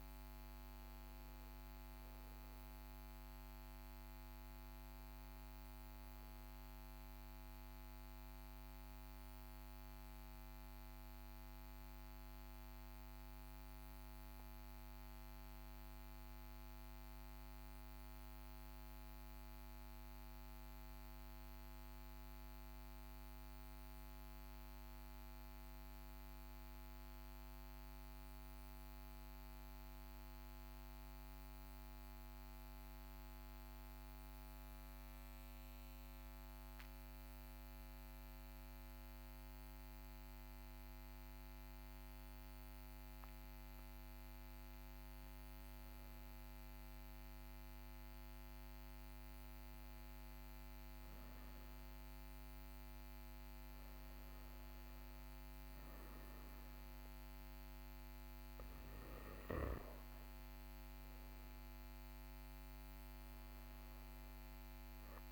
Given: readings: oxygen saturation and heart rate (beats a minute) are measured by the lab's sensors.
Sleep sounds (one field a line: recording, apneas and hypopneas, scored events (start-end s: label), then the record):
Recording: breathing in sleep, hard to hear, by a microphone on the trachea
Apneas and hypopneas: 1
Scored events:
10.00-24.00 s: oxygen desaturation (device-marked, oxygen 95% before, 89% lowest, heart rate 46 before, 39 extreme)
11.50-42.50 s: mixed apnea (oxygen 97% before, 89% lowest, heart rate 46 before, 39 extreme, up 1 after)
45.00-51.50 s: arousal
63.00-65.32 s: oxygen desaturation (device-marked, oxygen 98% before, 93% lowest, heart rate 40 before, 37 extreme)
From the record:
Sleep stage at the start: N2 (light sleep)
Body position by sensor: on the back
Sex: male